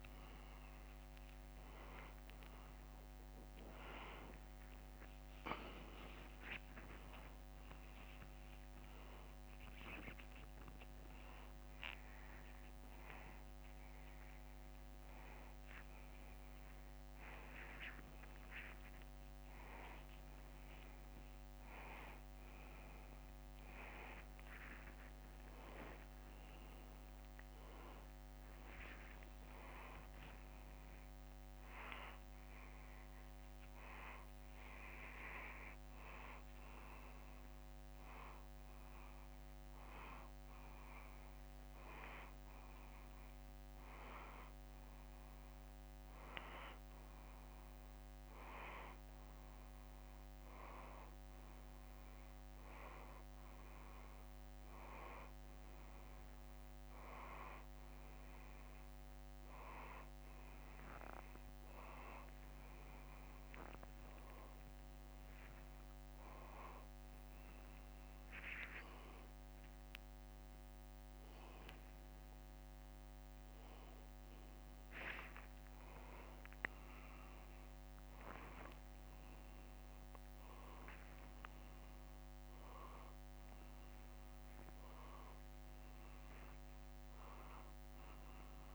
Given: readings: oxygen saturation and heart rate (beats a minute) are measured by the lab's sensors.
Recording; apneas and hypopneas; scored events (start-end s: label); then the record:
a person awake in a sleep study, by a microphone on the trachea; none
9.50-23.50 s: drop in pulse transit time (device-marked, heart rate 89 before, 90 extreme)
13.50-15.50 s: long interval between heartbeats (device-marked, heart rate 89 before, 100 extreme)
13.50-23.50 s: tachycardia (device-marked, heart rate 84 before, 159 extreme)
17.00-19.00 s: long interval between heartbeats (device-marked, heart rate 91 before, 108 extreme)
19.00-21.00 s: long interval between heartbeats (device-marked, heart rate 93 before, 146 extreme)
36.50-38.50 s: long interval between heartbeats (device-marked, heart rate 113 before, 99 extreme)
47.50-68.50 s: drop in pulse transit time (device-marked, heart rate 94 before, 91 extreme)
57.50-63.50 s: tachycardia (device-marked, heart rate 86 before, 101 extreme)
61.00-63.00 s: long interval between heartbeats (device-marked, heart rate 92 before, 101 extreme)
From the record:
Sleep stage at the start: awake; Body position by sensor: upright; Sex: male